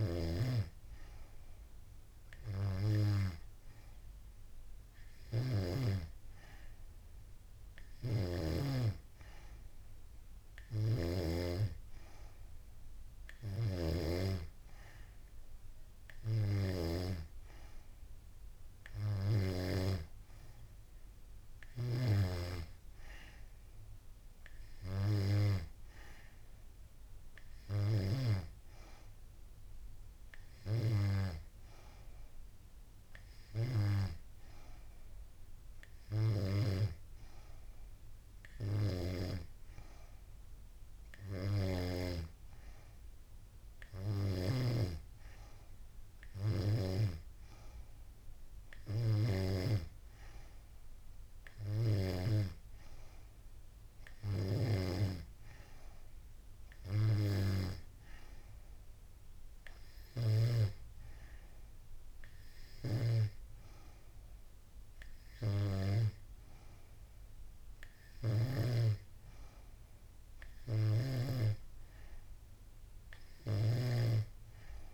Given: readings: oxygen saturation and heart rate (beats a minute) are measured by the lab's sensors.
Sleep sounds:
breathing in sleep by a room microphone; none
none scored
From the record:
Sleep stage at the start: N3 (deep sleep); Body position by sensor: on the back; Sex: female

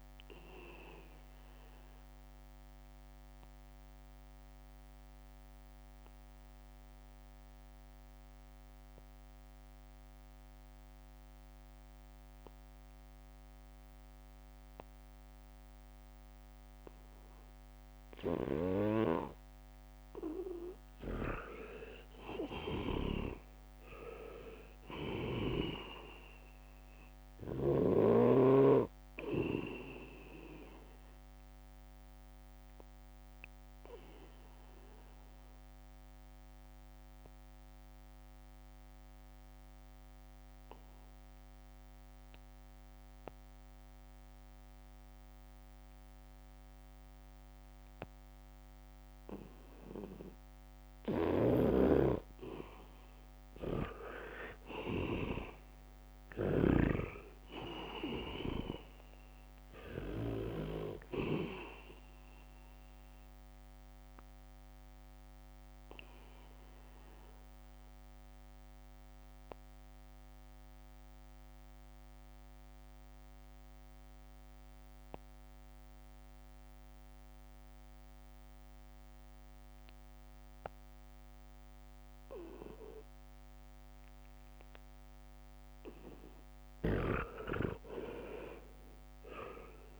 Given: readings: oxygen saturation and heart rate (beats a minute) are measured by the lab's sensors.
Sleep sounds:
breathing in sleep by a microphone on the trachea; 3
0.00-2.00 s: leg movement (device-marked)
0.00-14.00 s: oxygen desaturation (device-marked, oxygen 81% lowest, heart rate 71 extreme)
1.00-21.00 s: obstructive apnea (oxygen 99% before, 81% lowest, heart rate 72 before, 71 extreme, up 0 after)
23.00-26.00 s: arousal
23.50-27.50 s: leg movement (device-marked)
24.00-45.00 s: oxygen desaturation (device-marked, oxygen 99% before, 84% lowest, heart rate 75 before, 71 extreme)
31.00-52.50 s: obstructive apnea (oxygen 99% before, 82% lowest, heart rate 75 before, 72 extreme, up 2 after)
46.00-56.00 s: leg movement (device-marked)
51.50-57.50 s: snoring (device-marked)
54.50-57.50 s: arousal
55.00-79.00 s: oxygen desaturation (device-marked, oxygen 99% before, 82% lowest, heart rate 74 before, 70 extreme)
56.50-67.00 s: leg movement (device-marked)
63.00-84.50 s: obstructive apnea (oxygen 99% before, 79% lowest, heart rate 75 before, 70 extreme, up 0 after)
86.50-90.00 s: leg movement (device-marked)
87.00-90.00 s: oxygen desaturation (device-marked, oxygen 99% before, 82% lowest, heart rate 74 before, 71 extreme)
87.50-90.00 s: arousal
From the record:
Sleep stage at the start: N2 (light sleep); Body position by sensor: on the back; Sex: male

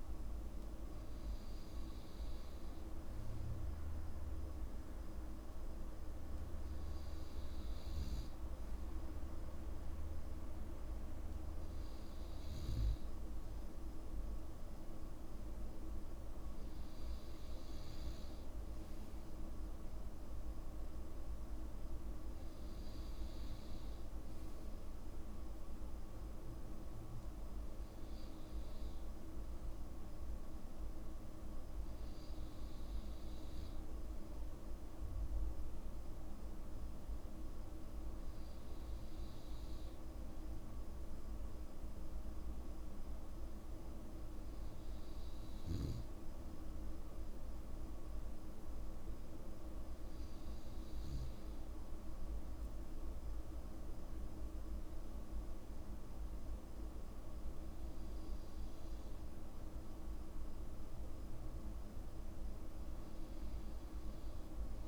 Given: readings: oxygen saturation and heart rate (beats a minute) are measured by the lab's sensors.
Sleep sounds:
breathing in sleep, hard to hear, by a room microphone; none
none scored
From the record:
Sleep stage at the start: N2 (light sleep); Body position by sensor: on the back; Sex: male

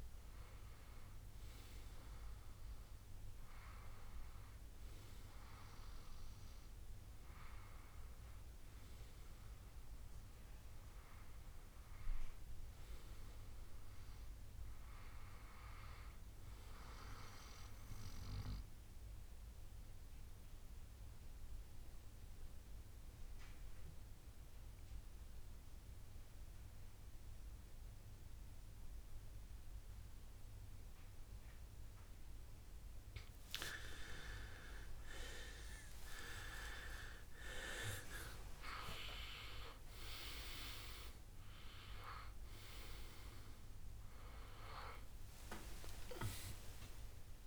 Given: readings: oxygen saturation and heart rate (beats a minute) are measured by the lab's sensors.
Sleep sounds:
a person partly awake in a sleep study, by a room microphone; 1
5.00-35.00 s: new sleep stage, N1 (lightest sleep)
17.00-34.00 s: mixed apnea (oxygen 97% before, 91% lowest, heart rate 71 before, 60 extreme, up 15 after)
35.00-47.47 s: new sleep stage, awake
39.00-47.47 s: oxygen desaturation (device-marked, oxygen 96% before, 91% lowest, heart rate 65 before, 63 extreme)
45.50-47.47 s: long interval between heartbeats (device-marked, heart rate 70 before, 84 extreme)
From the record:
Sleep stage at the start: awake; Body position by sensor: on the back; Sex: male

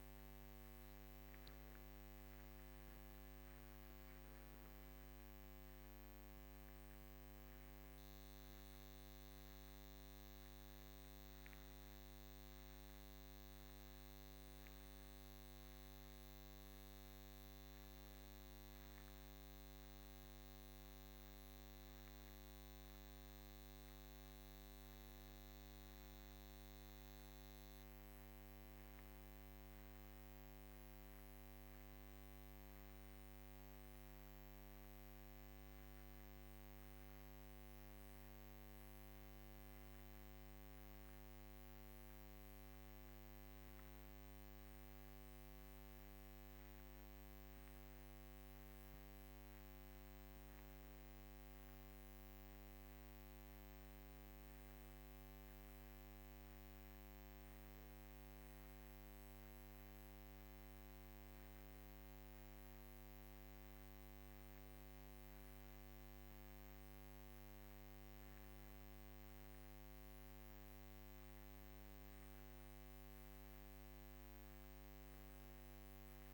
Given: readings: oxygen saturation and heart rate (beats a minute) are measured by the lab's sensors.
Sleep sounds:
a person awake in a sleep study, hard to hear, by a microphone on the trachea; none
none scored
From the record:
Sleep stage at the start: awake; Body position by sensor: on the back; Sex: female

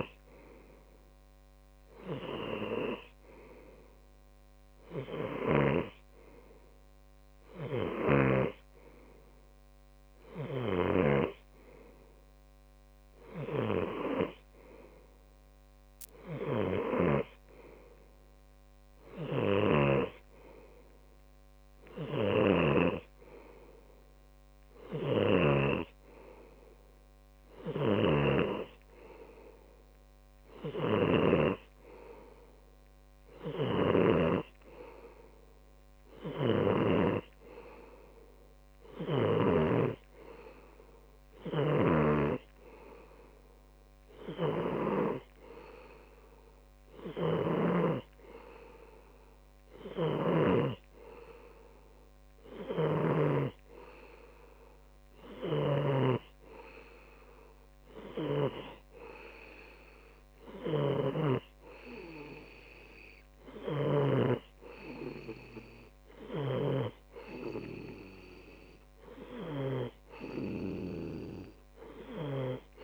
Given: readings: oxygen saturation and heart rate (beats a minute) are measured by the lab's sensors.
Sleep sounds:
breathing in sleep by a microphone on the trachea; none
0.00-2.00 s: long interval between heartbeats (device-marked, heart rate 31 before, 149 extreme)
0.00-8.50 s: tachycardia (device-marked)
2.50-4.50 s: long interval between heartbeats (device-marked, heart rate 54 before, 147 extreme)
6.00-8.00 s: long interval between heartbeats (device-marked, heart rate 75 before, 130 extreme)
12.50-14.50 s: long interval between heartbeats (device-marked, heart rate 115 before, 25 extreme)
14.50-16.50 s: long interval between heartbeats (device-marked, heart rate 118 before, 58 extreme)
18.50-20.50 s: long interval between heartbeats (device-marked, heart rate 108 before, 95 extreme)
19.50-25.50 s: tachycardia (device-marked)
20.00-26.50 s: snoring (device-marked)
21.00-23.00 s: long interval between heartbeats (device-marked, heart rate 103 before, 91 extreme)
24.00-26.00 s: long interval between heartbeats (device-marked, heart rate 94 before, 123 extreme)
27.00-29.00 s: long interval between heartbeats (device-marked, heart rate 92 before, 105 extreme)
28.50-32.00 s: snoring (device-marked)
30.00-32.00 s: long interval between heartbeats (device-marked, heart rate 87 before, 87 extreme)
34.00-37.50 s: snoring (device-marked)
38.00-40.00 s: long interval between heartbeats (device-marked, heart rate 87 before, 37 extreme)
41.50-43.50 s: long interval between heartbeats (device-marked, heart rate 77 before, 80 extreme)
42.00-48.50 s: snoring (device-marked)
44.00-46.00 s: long interval between heartbeats (device-marked, heart rate 76 before, 75 extreme)
50.50-54.00 s: snoring (device-marked)
53.50-55.50 s: long interval between heartbeats (device-marked, heart rate 55 before, 43 extreme)
53.50-67.50 s: tachycardia (device-marked)
56.00-65.00 s: snoring (device-marked)
60.50-62.50 s: long interval between heartbeats (device-marked, heart rate 71 before, 125 extreme)
63.50-65.50 s: long interval between heartbeats (device-marked, heart rate 80 before, 140 extreme)
66.50-68.50 s: long interval between heartbeats (device-marked, heart rate 91 before, 139 extreme)
67.00-70.50 s: snoring (device-marked)
71.00-72.83 s: long interval between heartbeats (device-marked, heart rate 100 before, 58 extreme)
From the record:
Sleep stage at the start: N2 (light sleep); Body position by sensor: on the left side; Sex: male

